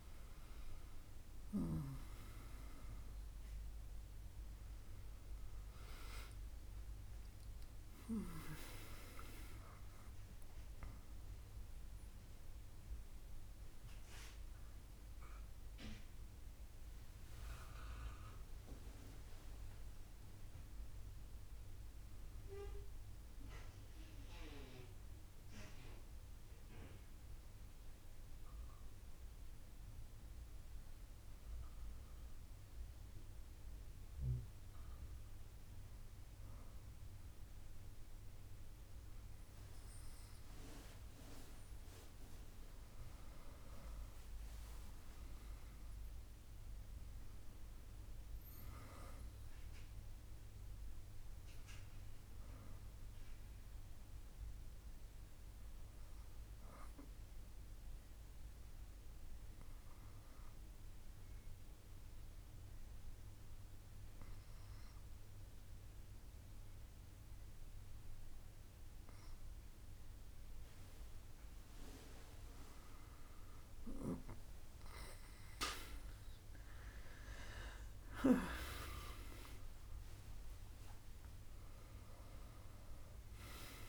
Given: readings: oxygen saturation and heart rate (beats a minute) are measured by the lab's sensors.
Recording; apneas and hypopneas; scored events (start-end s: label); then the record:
breathing in sleep by a room microphone; 2
0.00-1.00 s: arousal
20.50-39.00 s: hypopnea (oxygen 98% before, 96% lowest, heart rate 80 before, 67 extreme, up 10 after)
42.00-46.00 s: arousal
59.50-73.00 s: obstructive apnea (oxygen 99% before, 96% lowest, heart rate 72 before, 68 extreme, up 37 after)
78.50-83.50 s: arousal
From the record:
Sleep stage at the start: N2 (light sleep); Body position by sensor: on the back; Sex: female